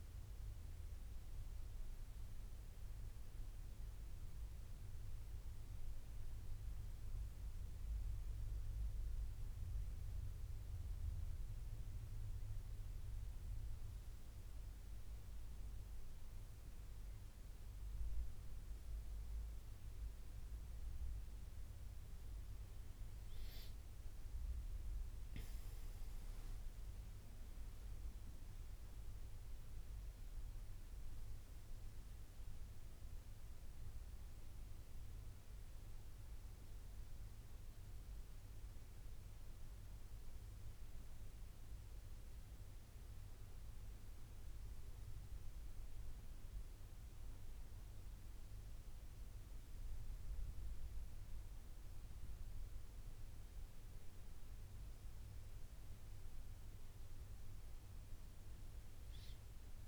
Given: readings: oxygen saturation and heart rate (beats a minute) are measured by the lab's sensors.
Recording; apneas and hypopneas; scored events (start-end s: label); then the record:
breathing in sleep, hard to hear, by a room microphone; none
none scored
From the record:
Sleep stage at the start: N1 (lightest sleep); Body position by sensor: on the back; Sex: male